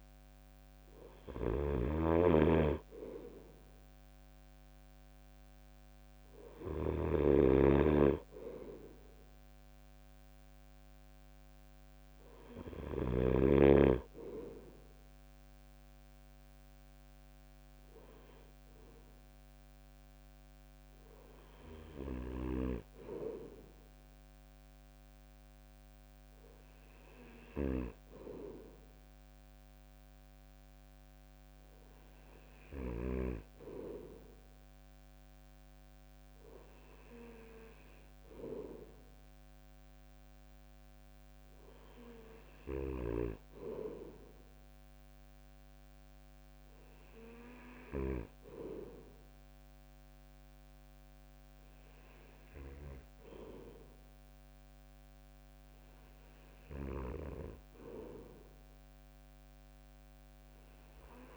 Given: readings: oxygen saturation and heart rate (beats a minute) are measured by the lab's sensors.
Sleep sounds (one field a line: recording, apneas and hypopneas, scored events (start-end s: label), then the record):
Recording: breathing in sleep by a microphone on the trachea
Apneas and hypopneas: none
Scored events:
0.00-12.50 s: snoring (device-marked)
56.00-61.37 s: snoring (device-marked)
From the record:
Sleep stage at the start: N2 (light sleep)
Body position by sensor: on the right side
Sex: male